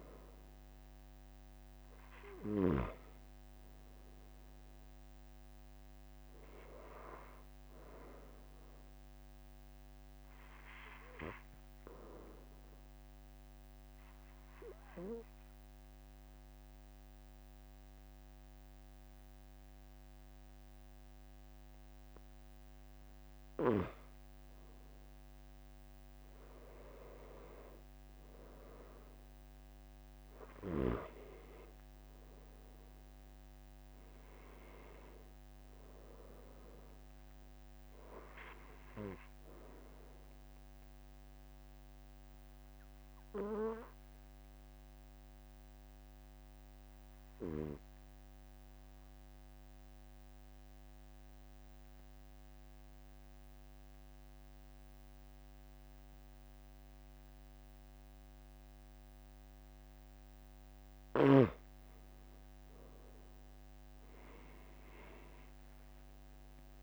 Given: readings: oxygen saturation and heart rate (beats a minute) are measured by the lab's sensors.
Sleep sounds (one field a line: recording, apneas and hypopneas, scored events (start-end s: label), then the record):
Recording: breathing in sleep by a microphone on the trachea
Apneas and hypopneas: 2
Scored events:
5.50-21.50 s: oxygen desaturation (device-marked, oxygen 95% before, 92% lowest, heart rate 46 before, 45 extreme)
10.50-23.50 s: obstructive apnea (oxygen 96% before, 92% lowest, heart rate 46 before, 45 extreme, up 2 after)
27.00-32.50 s: arousal
42.50-61.00 s: obstructive apnea (oxygen 97% before, 92% lowest, heart rate 46 before, 44 extreme, up 3 after)
From the record:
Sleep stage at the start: N2 (light sleep)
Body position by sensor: on the back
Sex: male